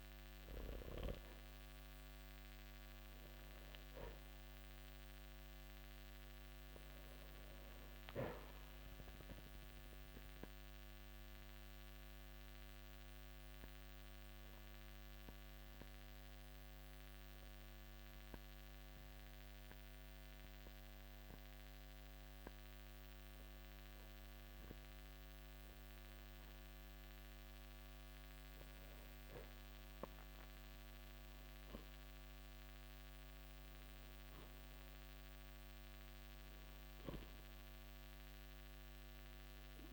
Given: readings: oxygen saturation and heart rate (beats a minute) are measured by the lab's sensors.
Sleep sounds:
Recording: breathing in sleep, hard to hear, by a microphone on the trachea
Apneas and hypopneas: 1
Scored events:
1.00-4.50 s: arousal
3.00-17.00 s: oxygen desaturation (device-marked, oxygen 94% before, 91% lowest, heart rate 57 before, 54 extreme)
11.00-25.50 s: obstructive apnea (oxygen 94% before, 90% lowest, heart rate 56 before, 54 extreme, up 5 after)
29.50-33.50 s: arousal
32.00-39.93 s: oxygen desaturation (device-marked, oxygen 96% before, 90% lowest, heart rate 56 before, 54 extreme)
From the record:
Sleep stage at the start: N2 (light sleep)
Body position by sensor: on the back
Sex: male

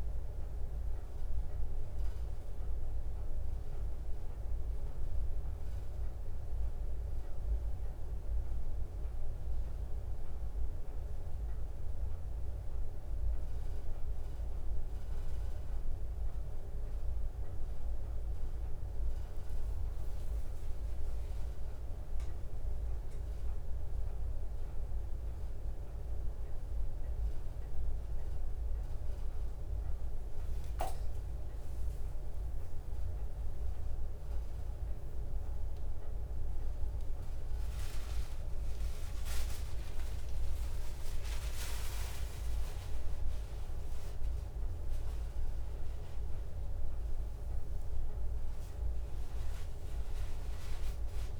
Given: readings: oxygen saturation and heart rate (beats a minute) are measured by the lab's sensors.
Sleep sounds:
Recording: a person awake in a sleep study, hard to hear, by a room microphone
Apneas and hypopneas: none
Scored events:
none scored
From the record:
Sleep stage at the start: awake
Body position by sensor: on the front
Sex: female

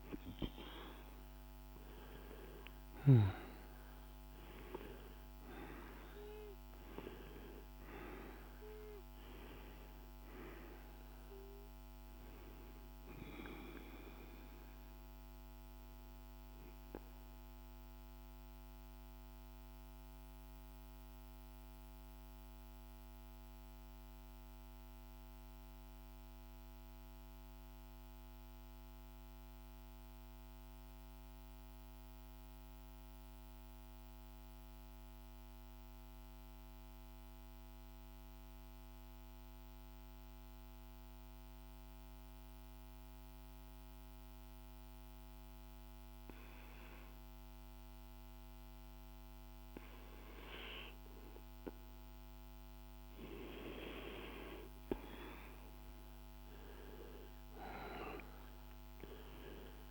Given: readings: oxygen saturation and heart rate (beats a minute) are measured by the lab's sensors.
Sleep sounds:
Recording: breathing in sleep by a microphone on the trachea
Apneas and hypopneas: 1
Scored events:
0.00-25.50 s: oxygen desaturation (device-marked, oxygen 88% lowest, heart rate 49 extreme)
0.50-5.50 s: arousal
16.50-48.00 s: mixed apnea (oxygen 98% before, 89% lowest, heart rate 55 before, 49 extreme, up 2 after)
38.50-59.91 s: oxygen desaturation (device-marked, oxygen 100% before, 89% lowest, heart rate 50 before, 50 extreme)
56.50-59.91 s: arousal
From the record:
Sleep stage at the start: N2 (light sleep)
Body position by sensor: on the back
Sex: male

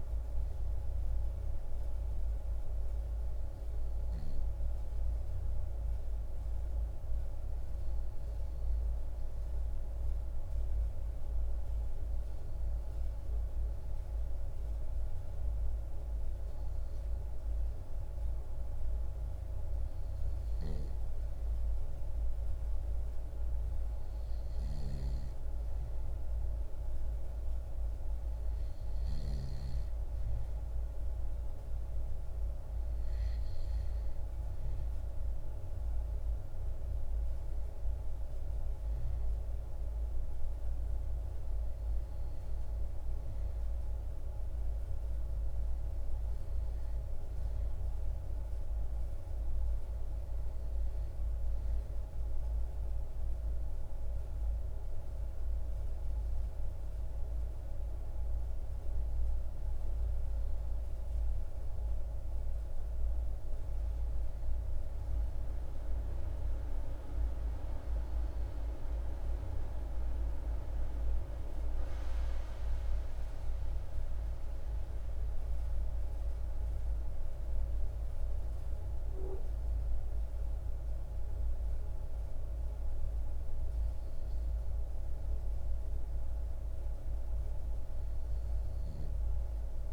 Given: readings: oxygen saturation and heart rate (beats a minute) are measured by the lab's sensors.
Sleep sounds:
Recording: breathing in sleep, hard to hear, by a room microphone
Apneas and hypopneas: none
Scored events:
none scored
From the record:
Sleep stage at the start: N2 (light sleep)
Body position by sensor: on the back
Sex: male

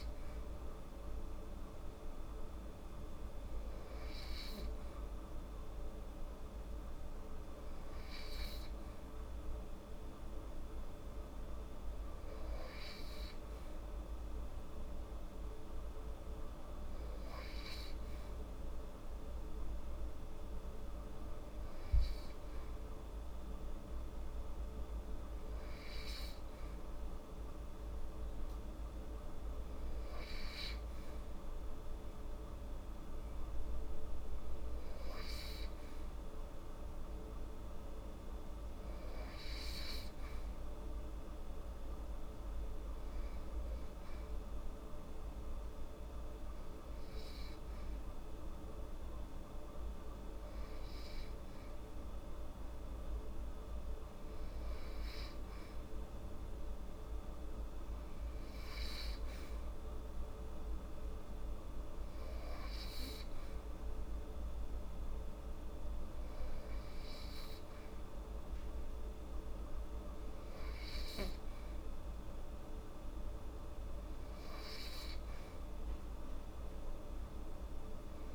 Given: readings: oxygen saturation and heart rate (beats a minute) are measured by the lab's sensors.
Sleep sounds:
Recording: breathing in sleep, hard to hear, by a room microphone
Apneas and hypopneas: none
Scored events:
none scored
From the record:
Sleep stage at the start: N2 (light sleep)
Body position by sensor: on the right side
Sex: female

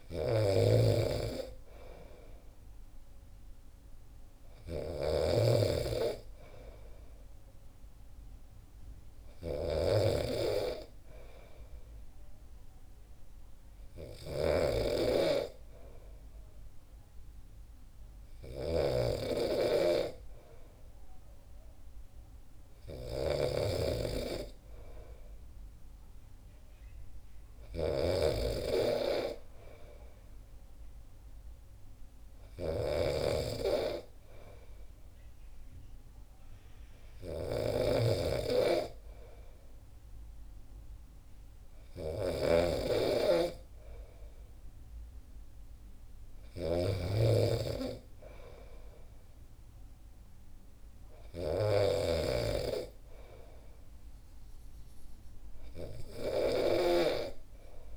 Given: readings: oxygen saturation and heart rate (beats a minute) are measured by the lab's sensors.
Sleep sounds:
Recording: breathing in sleep by a room microphone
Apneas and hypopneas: none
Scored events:
0.00-57.00 s: snoring (device-marked)
From the record:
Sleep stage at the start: N2 (light sleep)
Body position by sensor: on the back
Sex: male

